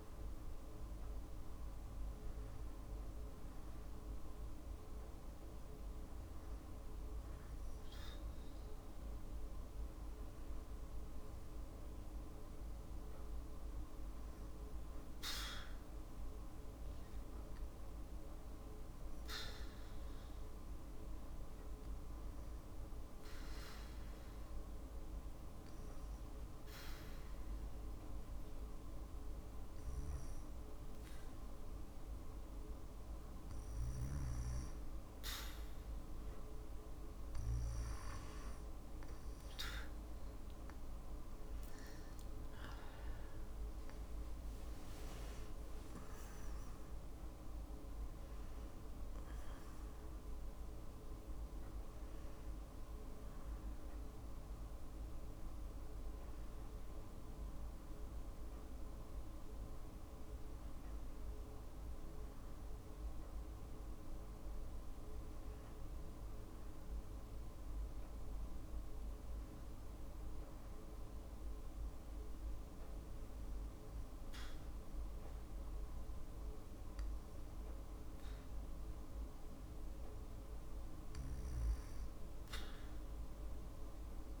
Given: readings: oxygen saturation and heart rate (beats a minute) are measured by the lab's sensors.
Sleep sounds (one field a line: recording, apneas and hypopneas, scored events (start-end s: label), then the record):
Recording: breathing in sleep, hard to hear, by a room microphone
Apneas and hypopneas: 1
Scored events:
22.00-34.50 s: obstructive apnea (oxygen 95% before, 91% lowest, heart rate 61 before, 60 extreme, up 3 after)
38.00-42.00 s: arousal
42.00-59.00 s: oxygen desaturation (device-marked, oxygen 94% before, 91% lowest, heart rate 61 before, 59 extreme)
From the record:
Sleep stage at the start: N2 (light sleep)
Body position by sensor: on the back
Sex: female